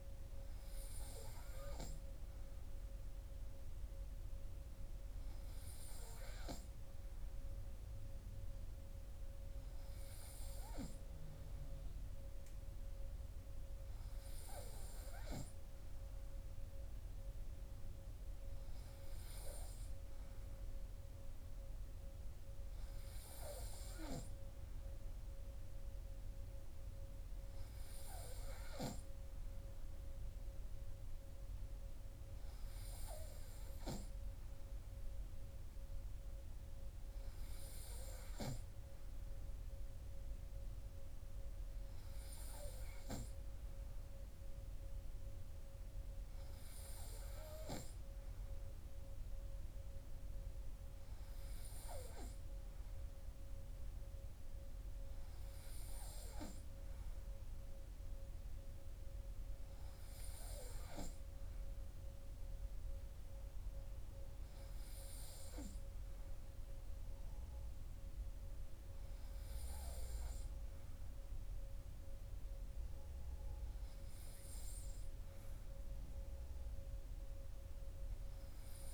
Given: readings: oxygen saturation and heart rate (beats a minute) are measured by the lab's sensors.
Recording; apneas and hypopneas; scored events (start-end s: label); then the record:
breathing in sleep by a room microphone; none
none scored
From the record:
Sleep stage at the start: N3 (deep sleep); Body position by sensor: on the right side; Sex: male